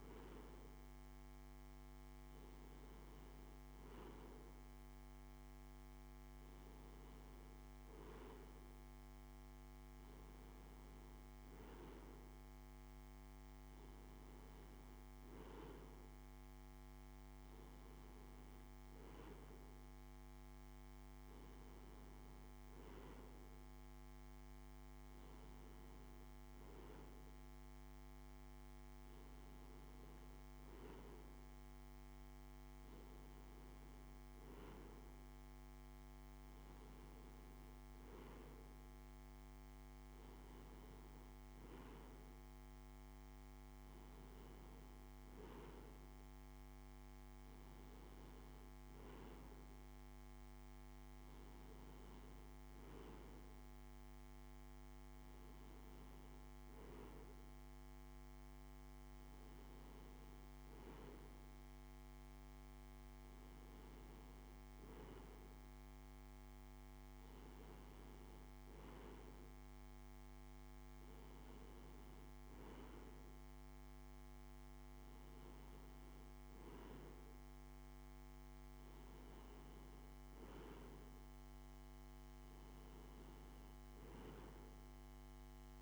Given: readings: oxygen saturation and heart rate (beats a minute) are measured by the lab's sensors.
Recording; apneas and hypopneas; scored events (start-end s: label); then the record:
breathing in sleep, hard to hear, by a microphone on the trachea; none
none scored
From the record:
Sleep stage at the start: N2 (light sleep); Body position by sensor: on the right side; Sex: male